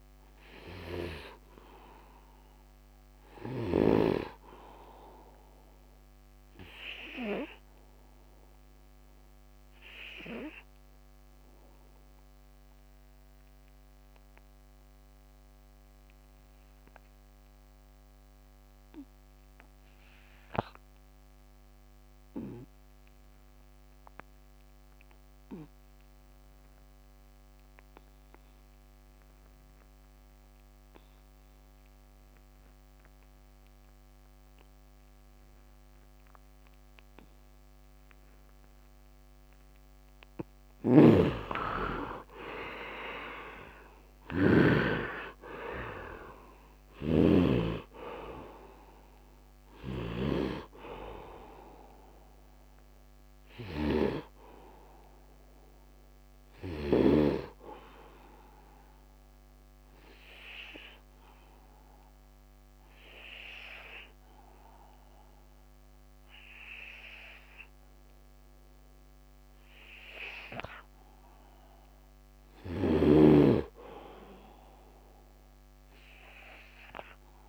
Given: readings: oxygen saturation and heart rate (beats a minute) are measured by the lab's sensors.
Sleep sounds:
breathing in sleep by a microphone on the trachea; 2
0.00-9.50 s: oxygen desaturation (device-marked, oxygen 77% lowest, heart rate 72 extreme)
2.00-41.00 s: obstructive apnea (oxygen 99% before, 68% lowest, heart rate 81 before, 70 extreme, up 20 after)
21.50-73.50 s: oxygen desaturation (device-marked, oxygen 99% before, 68% lowest, heart rate 75 before, 68 extreme)
40.50-44.50 s: snoring (device-marked)
42.50-47.00 s: arousal
46.50-57.00 s: snoring (device-marked)
52.50-68.00 s: obstructive apnea (oxygen 95% before, 68% lowest, heart rate 81 before, 68 extreme, up 6 after)
70.50-74.00 s: arousal
75.50-77.49 s: oxygen desaturation (device-marked, oxygen 99% before, 89% lowest, heart rate 75 before, 68 extreme)
From the record:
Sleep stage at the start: N2 (light sleep); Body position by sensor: on the right side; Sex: male

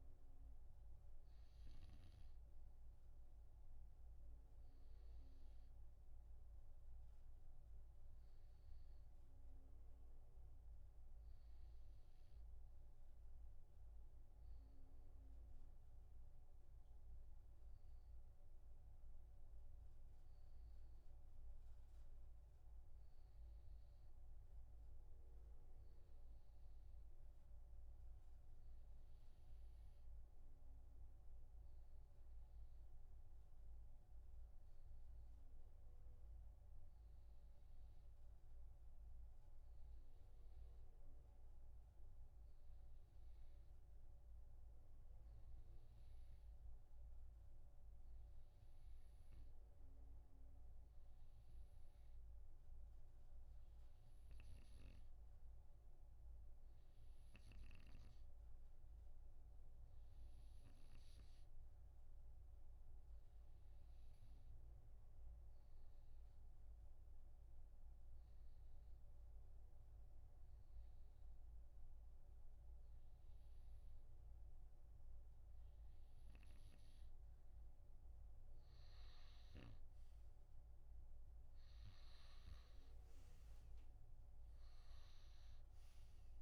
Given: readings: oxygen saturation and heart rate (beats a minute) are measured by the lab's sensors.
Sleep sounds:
breathing in sleep, hard to hear, by a room microphone; 1
0.00-5.50 s: oxygen desaturation (device-marked, oxygen 89% lowest)
14.50-30.50 s: oxygen desaturation (device-marked, oxygen 91% before, 87% lowest)
27.50-76.50 s: hypopnea (oxygen 95% before, 92% lowest)
81.50-85.50 s: arousal
From the record:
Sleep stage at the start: REM sleep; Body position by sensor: on the right side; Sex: male

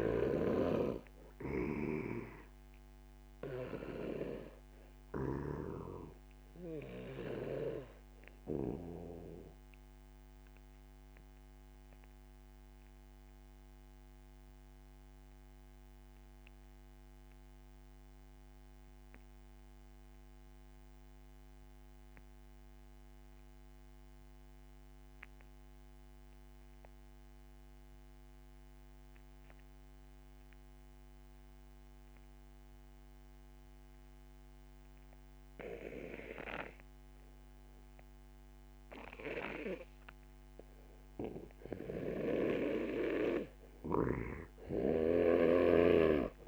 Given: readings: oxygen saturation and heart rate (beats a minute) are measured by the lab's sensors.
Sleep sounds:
breathing in sleep by a microphone on the trachea; 1
0.00-16.00 s: oxygen desaturation (device-marked, oxygen 85% lowest)
12.00-40.50 s: obstructive apnea (oxygen 93% before, 87% lowest, heart rate 50 before, 47 extreme, up 5 after)
37.00-46.48 s: oxygen desaturation (device-marked, oxygen 97% before, 88% lowest, heart rate 68 before, 47 extreme)
43.50-46.48 s: snoring (device-marked)
44.00-46.48 s: arousal
From the record:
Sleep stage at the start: REM sleep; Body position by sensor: on the back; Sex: male

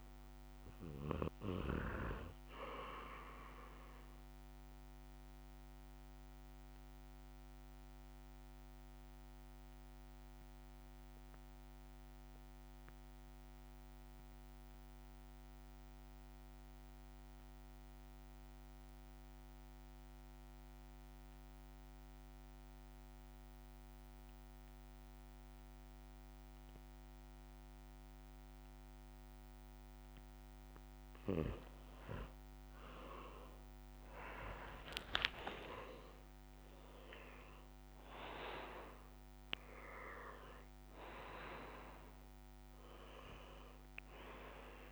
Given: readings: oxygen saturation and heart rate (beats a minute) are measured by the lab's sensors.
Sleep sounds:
breathing in sleep by a microphone on the trachea; 1
2.50-14.50 s: oxygen desaturation (device-marked, oxygen 96% before, 93% lowest, heart rate 68 before, 57 extreme)
5.50-30.50 s: obstructive apnea (oxygen 97% before, 83% lowest, heart rate 68 before, 57 extreme, up 13 after)
28.50-44.92 s: oxygen desaturation (device-marked, oxygen 95% before, 83% lowest, heart rate 59 before, 62 extreme)
35.00-40.00 s: arousal
From the record:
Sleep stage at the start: N2 (light sleep); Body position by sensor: on the back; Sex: male

